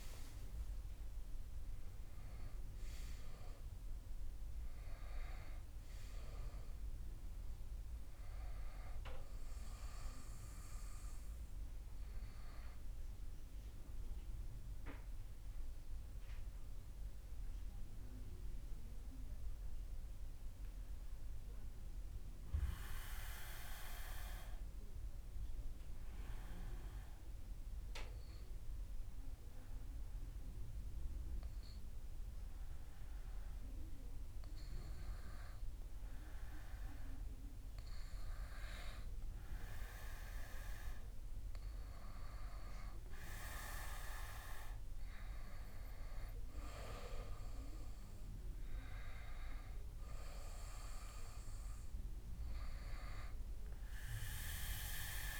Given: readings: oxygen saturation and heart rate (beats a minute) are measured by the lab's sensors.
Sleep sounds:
breathing in sleep by a room microphone; 1
0.00-2.00 s: arousal
12.00-38.50 s: obstructive apnea (oxygen 96% before, 93% lowest)
41.50-45.00 s: arousal
From the record:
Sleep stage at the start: N2 (light sleep); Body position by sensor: on the back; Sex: male

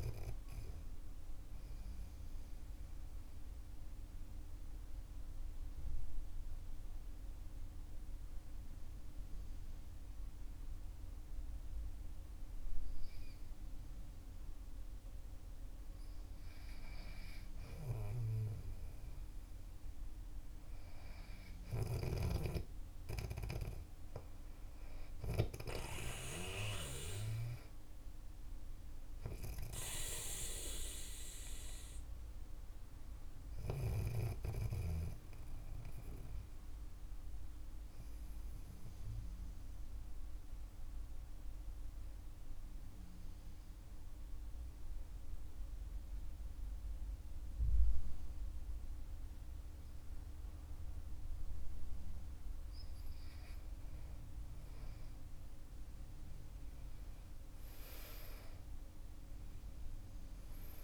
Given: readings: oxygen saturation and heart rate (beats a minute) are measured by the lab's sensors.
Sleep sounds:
breathing in sleep by a room microphone; 2
0.50-15.50 s: mixed apnea (oxygen 97% before, 90% lowest, heart rate 54 before, 46 extreme, up 11 after)
14.00-27.00 s: oxygen desaturation (device-marked, oxygen 96% before, 90% lowest, heart rate 48 before, 48 extreme)
23.50-27.50 s: arousal
39.00-53.00 s: central apnea (oxygen 97% before, 91% lowest, heart rate 54 before, 46 extreme, up 17 after)
39.00-60.84 s: new sleep stage, REM sleep
49.00-60.00 s: oxygen desaturation (device-marked, oxygen 96% before, 92% lowest, heart rate 51 before, 46 extreme)
55.00-60.50 s: arousal
From the record:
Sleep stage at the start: N2 (light sleep); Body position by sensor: on the back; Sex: male

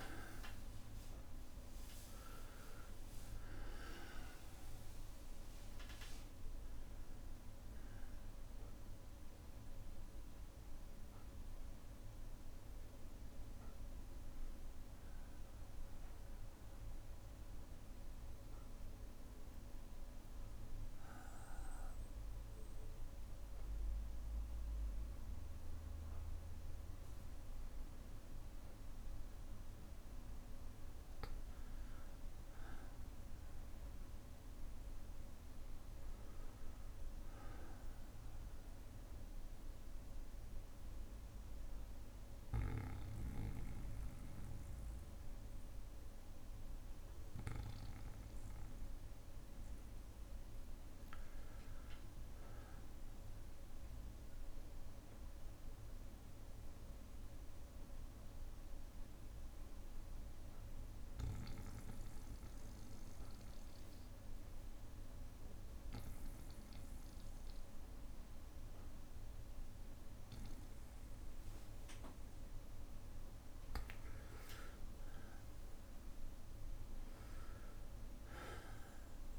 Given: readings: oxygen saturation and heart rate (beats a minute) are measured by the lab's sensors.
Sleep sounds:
breathing in sleep, hard to hear, by a room microphone; 2
0.00-23.50 s: oxygen desaturation (device-marked, oxygen 94% lowest, heart rate 59 extreme)
3.50-63.50 s: new sleep stage, N1 (lightest sleep)
19.50-25.50 s: bradycardia (device-marked, heart rate 61 before, 59 extreme)
20.50-33.00 s: obstructive apnea (oxygen 97% before, 93% lowest, heart rate 62 before, 58 extreme, up 3 after)
34.00-37.50 s: arousal
41.50-50.50 s: bradycardia (device-marked, heart rate 61 before, 58 extreme)
56.00-71.00 s: obstructive apnea (oxygen 99% before, 92% lowest, heart rate 60 before, 57 extreme, up 2 after)
56.50-60.50 s: bradycardia (device-marked, heart rate 61 before, 59 extreme)
63.50-79.39 s: new sleep stage, N2 (light sleep)
64.00-66.00 s: long interval between heartbeats (device-marked, heart rate 59 before, 68 extreme)
66.00-68.00 s: long interval between heartbeats (device-marked, heart rate 60 before, 79 extreme)
68.50-70.50 s: bradycardia (device-marked, heart rate 61 before, 69 extreme)
74.00-79.00 s: arousal
75.50-79.39 s: oxygen desaturation (device-marked, oxygen 97% before, 93% lowest, heart rate 65 before, 57 extreme)
From the record:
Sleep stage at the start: N2 (light sleep); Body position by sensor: on the back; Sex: male

